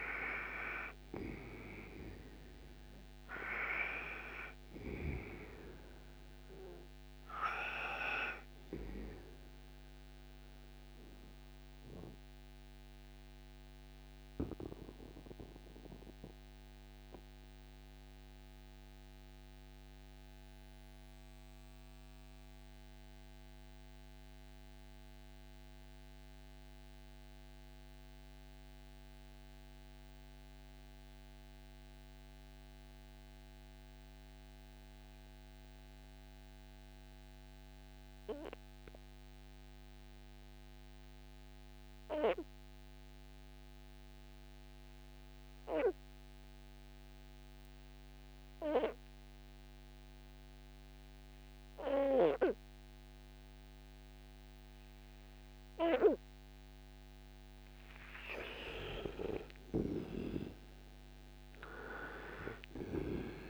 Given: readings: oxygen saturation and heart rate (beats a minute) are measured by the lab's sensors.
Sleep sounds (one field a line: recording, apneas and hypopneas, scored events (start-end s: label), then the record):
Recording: breathing in sleep by a microphone on the trachea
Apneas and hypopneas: 1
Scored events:
0.00-1.50 s: arousal
0.00-30.00 s: oxygen desaturation (device-marked, oxygen 83% lowest, heart rate 58 extreme)
10.50-58.00 s: mixed apnea (oxygen 98% before, 78% lowest, heart rate 79 before, 58 extreme, up 15 after)
47.00-63.50 s: oxygen desaturation (device-marked, oxygen 98% before, 78% lowest, heart rate 62 before, 58 extreme)
59.00-63.50 s: arousal
From the record:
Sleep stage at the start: N2 (light sleep)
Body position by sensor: on the right side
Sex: male